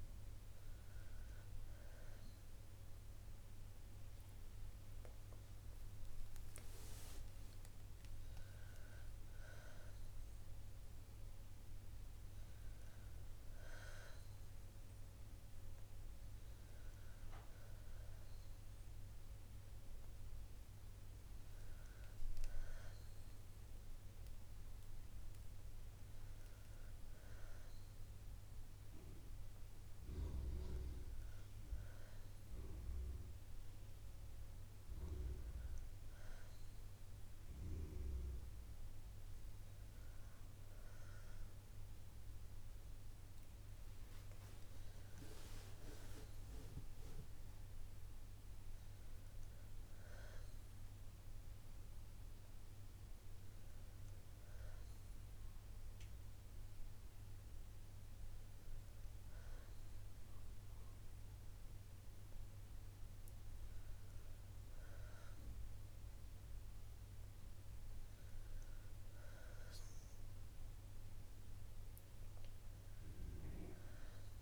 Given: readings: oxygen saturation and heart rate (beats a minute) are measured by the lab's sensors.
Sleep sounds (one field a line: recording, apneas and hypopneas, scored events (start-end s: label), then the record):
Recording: breathing in sleep by a room microphone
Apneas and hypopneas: none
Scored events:
none scored
From the record:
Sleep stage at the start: N2 (light sleep)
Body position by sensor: on the back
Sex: female